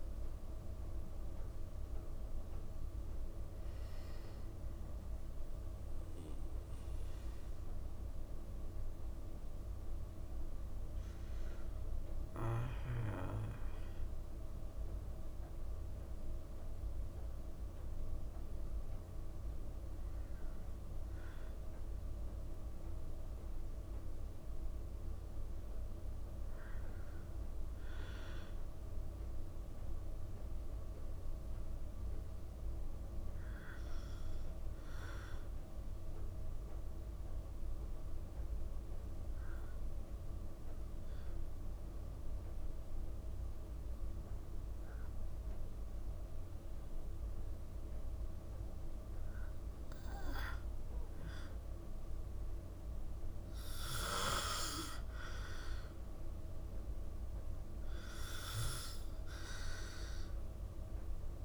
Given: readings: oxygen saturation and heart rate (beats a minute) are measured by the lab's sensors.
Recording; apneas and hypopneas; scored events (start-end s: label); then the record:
breathing in sleep by a room microphone; 1
0.00-8.50 s: oxygen desaturation (device-marked, oxygen 87% lowest, heart rate 52 extreme)
35.00-50.00 s: obstructive apnea (oxygen 96% before, 93% lowest, heart rate 54 before, 52 extreme, up 10 after)
53.00-57.00 s: arousal
From the record:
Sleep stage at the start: N2 (light sleep); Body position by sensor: on the back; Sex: female